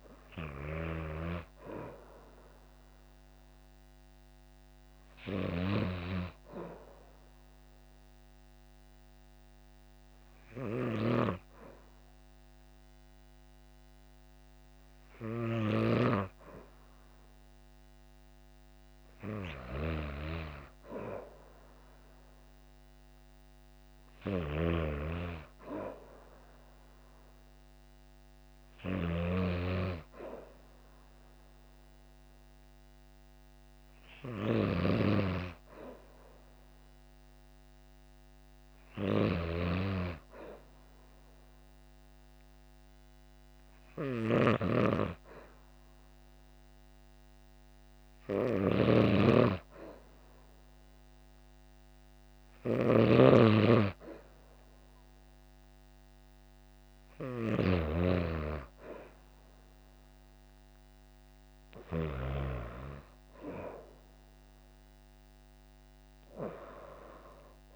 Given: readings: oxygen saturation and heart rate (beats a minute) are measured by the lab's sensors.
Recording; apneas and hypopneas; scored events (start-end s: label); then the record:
breathing in sleep by a microphone on the trachea; 1
5.50-17.00 s: hypopnea (oxygen 97% before, 94% lowest, heart rate 58 before, 46 extreme, up 5 after)
10.00-15.50 s: snoring (device-marked)
19.00-22.50 s: arousal
23.50-57.00 s: snoring (device-marked)
From the record:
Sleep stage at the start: N2 (light sleep); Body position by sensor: on the back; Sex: female